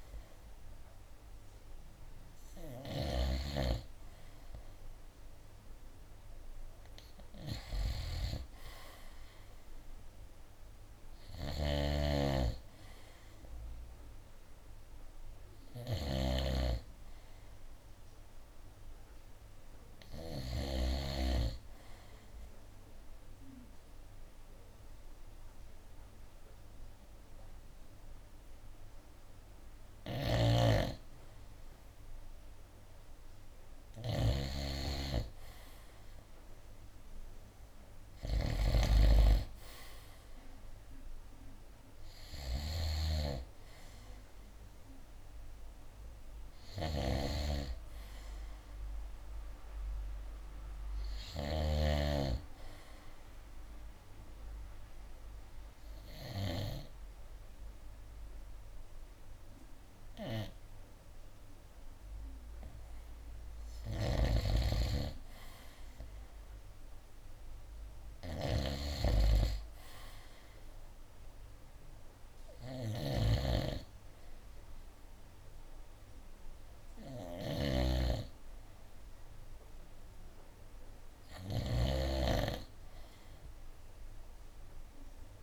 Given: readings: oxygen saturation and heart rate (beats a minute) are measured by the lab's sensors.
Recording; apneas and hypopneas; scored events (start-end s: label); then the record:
breathing in sleep by a room microphone; 2
11.50-21.50 s: snoring (device-marked)
15.00-19.00 s: arousal
22.00-32.00 s: obstructive apnea (oxygen 94% before, 90% lowest, heart rate 67 before, 65 extreme)
30.00-52.00 s: snoring (device-marked)
34.50-39.00 s: arousal
44.00-61.00 s: oxygen desaturation (device-marked, oxygen 94% before, 90% lowest, heart rate 70 before, 65 extreme)
53.50-64.00 s: obstructive apnea (oxygen 94% before, 90% lowest, heart rate 68 before, 65 extreme, up 7 after)
64.00-85.43 s: snoring (device-marked)
65.50-69.00 s: arousal
74.00-85.43 s: oxygen desaturation (device-marked, oxygen 96% before, 90% lowest, heart rate 68 before, 65 extreme)
From the record:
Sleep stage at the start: N2 (light sleep); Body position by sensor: on the right side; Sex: male